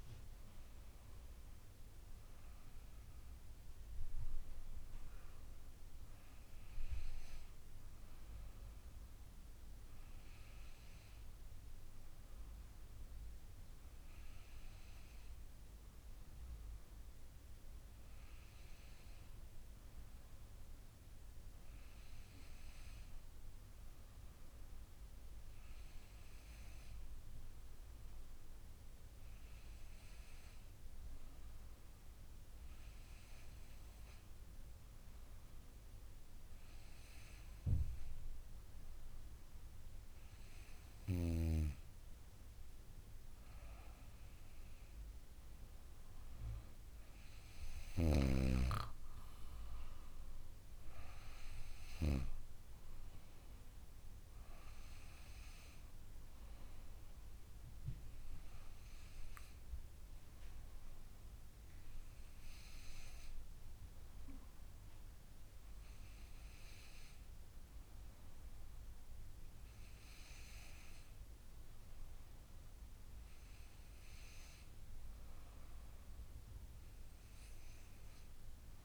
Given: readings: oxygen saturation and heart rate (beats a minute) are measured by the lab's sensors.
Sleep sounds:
breathing in sleep by a room microphone; none
none scored
From the record:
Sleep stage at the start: N2 (light sleep); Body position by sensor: on the back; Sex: female

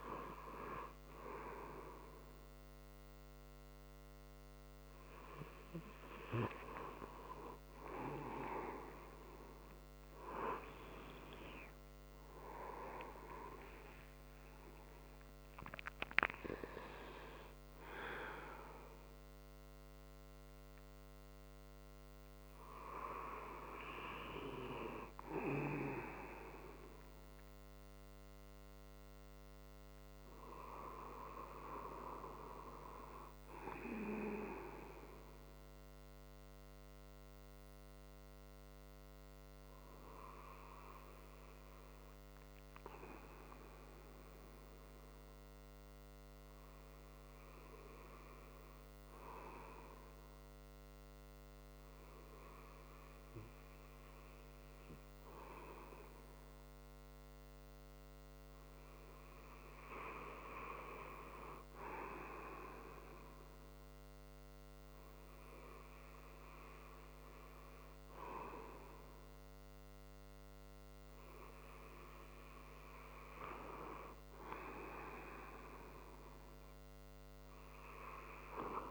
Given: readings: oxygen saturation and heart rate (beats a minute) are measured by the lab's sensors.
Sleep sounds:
breathing in sleep by a microphone on the trachea; 1
10.00-15.00 s: arousal
35.50-55.50 s: hypopnea (oxygen 96% before, 94% lowest)
58.00-62.50 s: arousal
From the record:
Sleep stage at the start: N2 (light sleep); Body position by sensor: on the right side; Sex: male

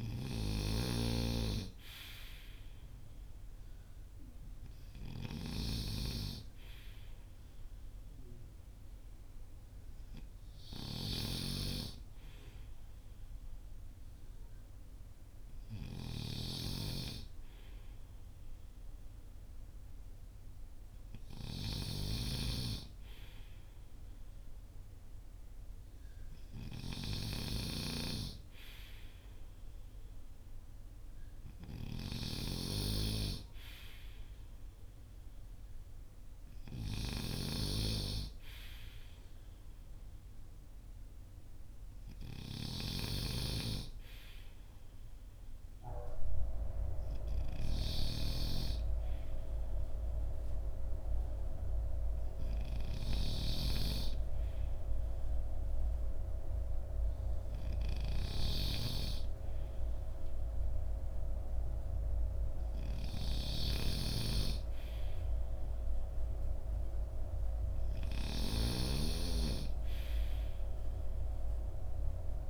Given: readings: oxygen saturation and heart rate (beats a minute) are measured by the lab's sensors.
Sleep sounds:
breathing in sleep by a room microphone; none
0.00-72.49 s: snoring (device-marked)
From the record:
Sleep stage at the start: N2 (light sleep); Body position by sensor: on the front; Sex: male

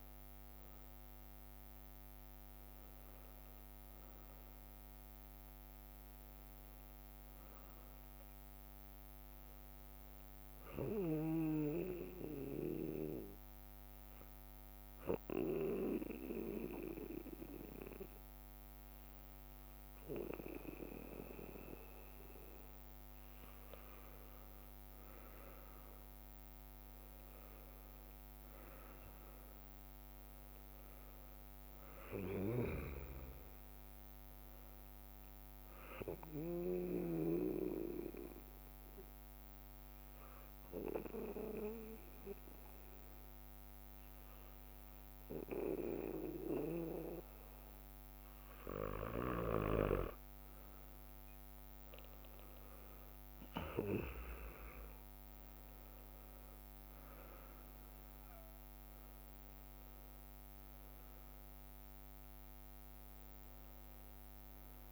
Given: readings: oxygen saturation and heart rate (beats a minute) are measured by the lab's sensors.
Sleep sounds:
breathing in sleep by a microphone on the trachea; 2
0.00-2.00 s: oxygen desaturation (device-marked, oxygen 93% lowest, heart rate 62 extreme)
1.00-8.50 s: leg movement (device-marked)
11.50-22.50 s: hypopnea (oxygen 97% before, 94% lowest, heart rate 66 before, 61 extreme, up 6 after)
23.50-25.50 s: leg movement (device-marked)
25.00-30.00 s: arousal
27.50-32.00 s: leg movement (device-marked)
32.50-37.00 s: snoring (device-marked)
33.00-34.50 s: leg movement (device-marked)
37.50-50.50 s: hypopnea (oxygen 97% before, 94% lowest, heart rate 65 before, 62 extreme, up 6 after)
41.00-53.00 s: drop in pulse transit time (device-marked, heart rate 65 before, 61 extreme)
50.00-56.50 s: leg movement (device-marked)
54.00-64.92 s: new sleep stage, awake
From the record:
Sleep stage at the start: N2 (light sleep); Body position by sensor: on the back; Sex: male

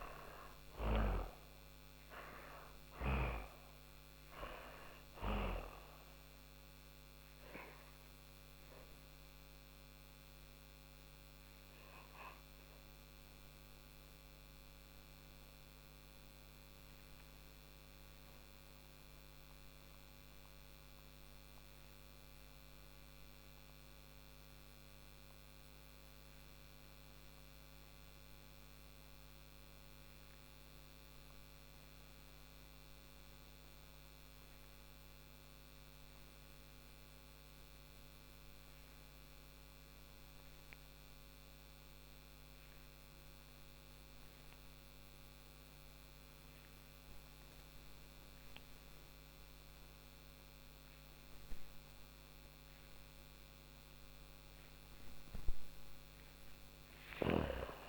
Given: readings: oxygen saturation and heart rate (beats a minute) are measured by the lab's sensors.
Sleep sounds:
breathing in sleep by a microphone on the trachea; 1
0.00-1.50 s: arousal
0.00-22.50 s: oxygen desaturation (device-marked, oxygen 84% lowest, heart rate 39 extreme)
7.00-52.00 s: obstructive apnea (oxygen 98% before, 79% lowest, heart rate 69 before, 39 extreme)
41.50-57.89 s: oxygen desaturation (device-marked, oxygen 98% before, 79% lowest, heart rate 48 before, 47 extreme)
55.50-57.89 s: arousal
From the record:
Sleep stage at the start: N2 (light sleep); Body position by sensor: on the back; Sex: female

